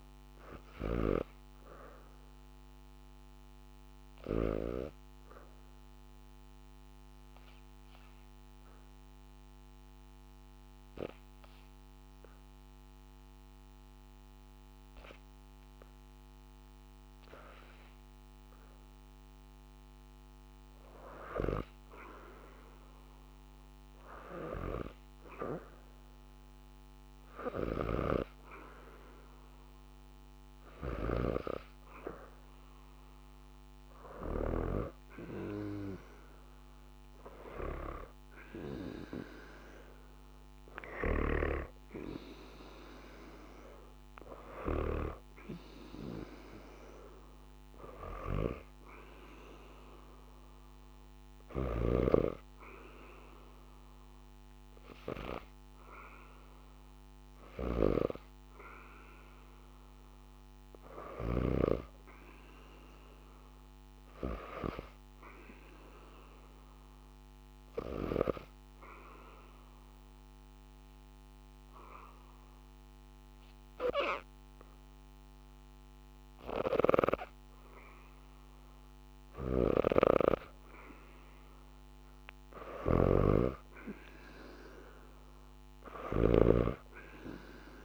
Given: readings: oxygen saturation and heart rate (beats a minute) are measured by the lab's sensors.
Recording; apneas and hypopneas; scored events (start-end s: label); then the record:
breathing in sleep by a microphone on the trachea; 2
0.00-11.50 s: oxygen desaturation (device-marked, oxygen 88% lowest, heart rate 69 extreme)
5.50-16.50 s: obstructive apnea (oxygen 95% before, 83% lowest, heart rate 76 before, 69 extreme)
21.00-25.00 s: arousal
27.00-34.00 s: snoring (device-marked)
27.50-50.50 s: oxygen desaturation (device-marked, oxygen 96% before, 83% lowest, heart rate 74 before, 76 extreme)
40.50-44.50 s: snoring (device-marked)
51.00-61.00 s: snoring (device-marked)
56.50-60.50 s: arousal
66.00-80.00 s: hypopnea (oxygen 99% before, 90% lowest, heart rate 81 before, 76 extreme, up 0 after)
78.50-87.85 s: snoring (device-marked)
82.00-86.00 s: arousal
84.50-87.85 s: oxygen desaturation (device-marked, oxygen 97% before, 90% lowest, heart rate 78 before, 75 extreme)
From the record:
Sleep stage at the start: N2 (light sleep); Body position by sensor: on the back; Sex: female